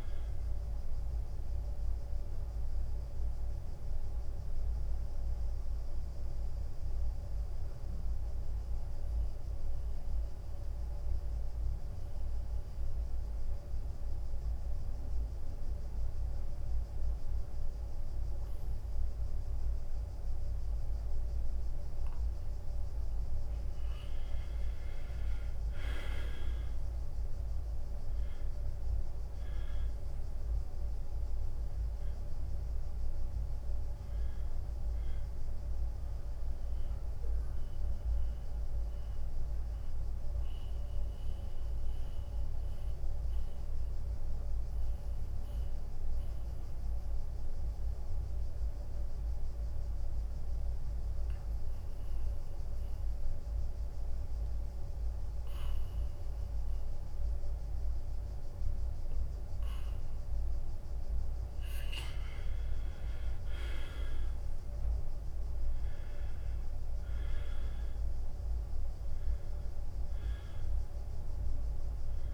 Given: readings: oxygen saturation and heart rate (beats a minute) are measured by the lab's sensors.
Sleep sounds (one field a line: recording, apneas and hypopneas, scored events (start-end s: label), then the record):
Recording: breathing in sleep, hard to hear, by a room microphone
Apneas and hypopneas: 2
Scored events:
0.00-8.00 s: drop in pulse transit time (device-marked, heart rate 82 extreme)
0.00-10.00 s: oxygen desaturation (device-marked, oxygen 94% lowest, heart rate 81 extreme)
3.50-22.00 s: mixed apnea (oxygen 98% before, 91% lowest, heart rate 85 before, 81 extreme)
5.50-7.50 s: long interval between heartbeats (device-marked, heart rate 85 before, 82 extreme)
12.00-22.00 s: oxygen desaturation (device-marked, oxygen 96% before, 92% lowest, heart rate 84 before, 81 extreme)
25.00-38.00 s: drop in pulse transit time (device-marked, heart rate 85 before, 81 extreme)
26.00-31.00 s: arousal
36.00-63.00 s: obstructive apnea (oxygen 97% before, 89% lowest, heart rate 84 before, 77 extreme, up 9 after)
47.00-52.00 s: oxygen desaturation (device-marked, oxygen 96% before, 91% lowest, heart rate 83 before, 77 extreme)
64.50-66.50 s: long interval between heartbeats (device-marked, heart rate 81 before, 82 extreme)
65.00-69.00 s: arousal
66.00-72.34 s: drop in pulse transit time (device-marked, heart rate 81 before, 81 extreme)
66.00-72.34 s: oxygen desaturation (device-marked, oxygen 97% before, 89% lowest, heart rate 81 before, 80 extreme)
From the record:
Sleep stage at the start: N2 (light sleep)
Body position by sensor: on the back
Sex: male